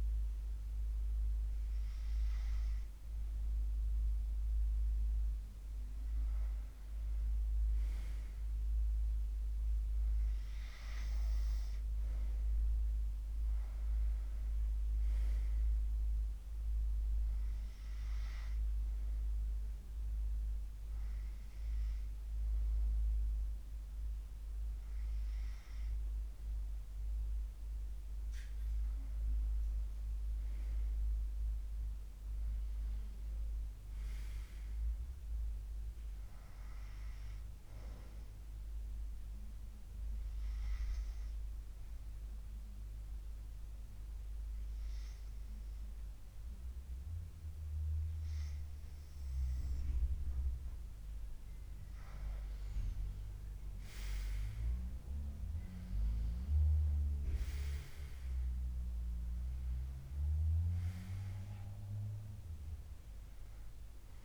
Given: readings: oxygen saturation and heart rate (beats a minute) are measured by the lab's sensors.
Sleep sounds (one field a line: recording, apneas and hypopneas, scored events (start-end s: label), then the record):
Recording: breathing in sleep by a room microphone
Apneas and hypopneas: 1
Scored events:
39.00-50.00 s: hypopnea (oxygen 94% before, 91% lowest, heart rate 75 before, 72 extreme, up 4 after)
52.50-56.00 s: arousal
From the record:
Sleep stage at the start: N2 (light sleep)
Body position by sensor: on the back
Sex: male